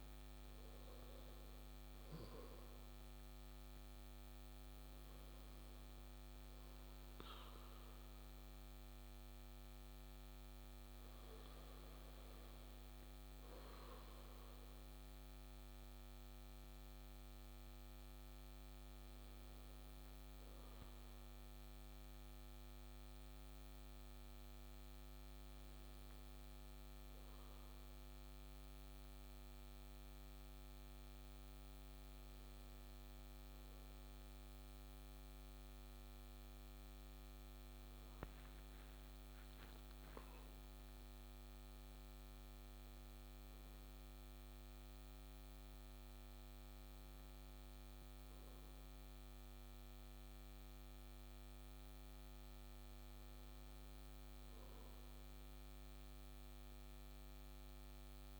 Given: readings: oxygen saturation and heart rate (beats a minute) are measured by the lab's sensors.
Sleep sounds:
breathing in sleep, hard to hear, by a microphone on the trachea; none
none scored
From the record:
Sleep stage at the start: N1 (lightest sleep); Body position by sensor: on the back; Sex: male

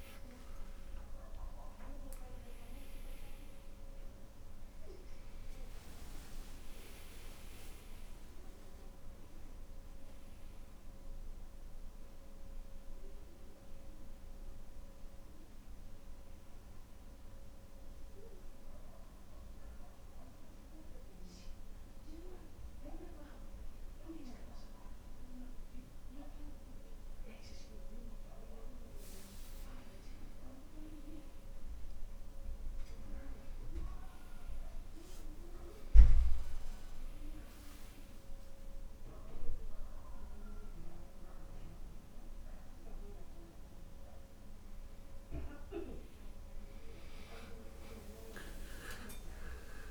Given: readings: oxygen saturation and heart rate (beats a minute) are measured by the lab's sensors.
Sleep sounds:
breathing in sleep by a room microphone; 1
0.00-2.00 s: long interval between heartbeats (device-marked, heart rate 68 before, 90 extreme)
8.00-11.50 s: arousal
16.00-29.50 s: hypopnea (oxygen 96% before, 94% lowest, heart rate 78 before, 63 extreme, up 6 after)
31.00-35.00 s: arousal
From the record:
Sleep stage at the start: N2 (light sleep); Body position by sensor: on the back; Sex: male

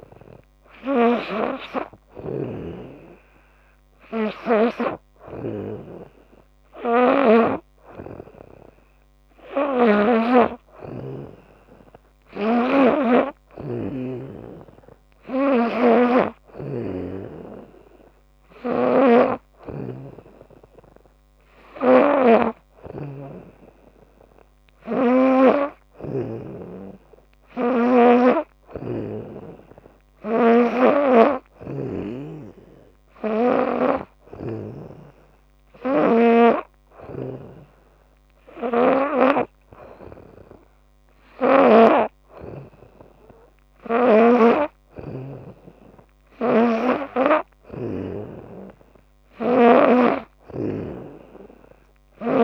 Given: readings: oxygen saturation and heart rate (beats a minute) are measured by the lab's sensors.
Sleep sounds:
breathing in sleep by a microphone on the trachea; none
0.00-10.00 s: snoring (device-marked)
12.00-19.50 s: snoring (device-marked)
21.50-26.00 s: snoring (device-marked)
35.50-45.00 s: snoring (device-marked)
47.00-50.50 s: snoring (device-marked)
From the record:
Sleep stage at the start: N2 (light sleep); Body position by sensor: on the back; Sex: female

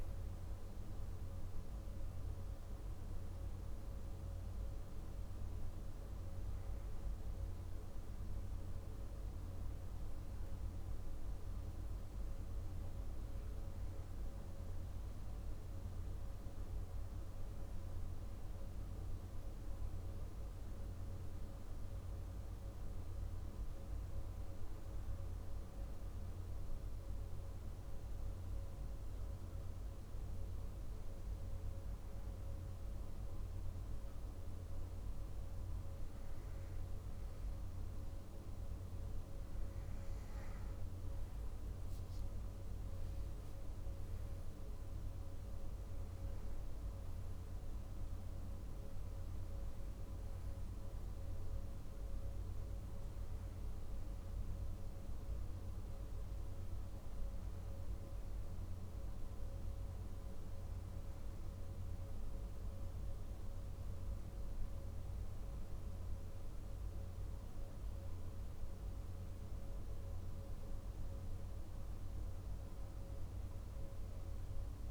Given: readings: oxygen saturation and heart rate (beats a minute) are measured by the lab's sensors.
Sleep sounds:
breathing in sleep, hard to hear, by a room microphone; 1
18.00-30.50 s: hypopnea (oxygen 98% before, 95% lowest, heart rate 56 before, 50 extreme, up 2 after)
31.00-36.00 s: arousal
From the record:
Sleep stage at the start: N2 (light sleep); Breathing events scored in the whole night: 71 in 5.8 hours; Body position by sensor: on the back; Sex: male

